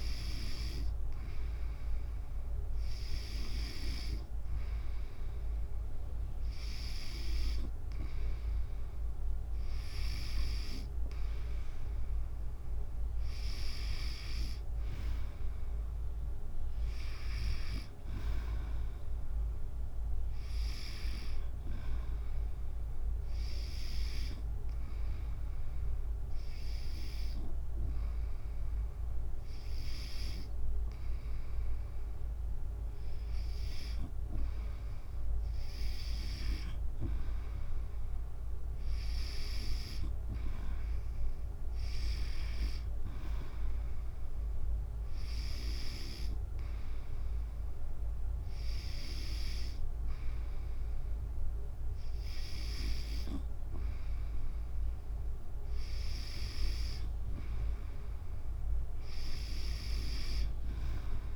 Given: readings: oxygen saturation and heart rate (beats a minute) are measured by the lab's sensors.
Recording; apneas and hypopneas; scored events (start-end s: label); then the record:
breathing in sleep by a room microphone; none
13.50-25.50 s: drop in pulse transit time (device-marked, heart rate 73 before, 69 extreme)
From the record:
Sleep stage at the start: N2 (light sleep); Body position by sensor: on the back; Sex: female